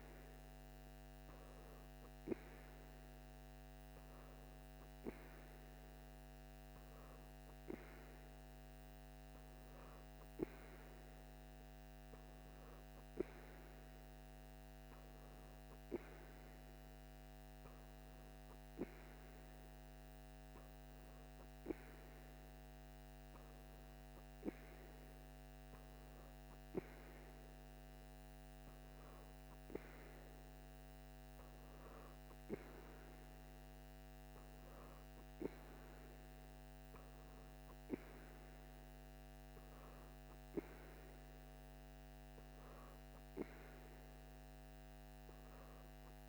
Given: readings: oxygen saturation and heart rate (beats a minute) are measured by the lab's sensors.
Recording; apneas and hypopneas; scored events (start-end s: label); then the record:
breathing in sleep by a microphone on the trachea; none
none scored
From the record:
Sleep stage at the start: N2 (light sleep); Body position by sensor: on the back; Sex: female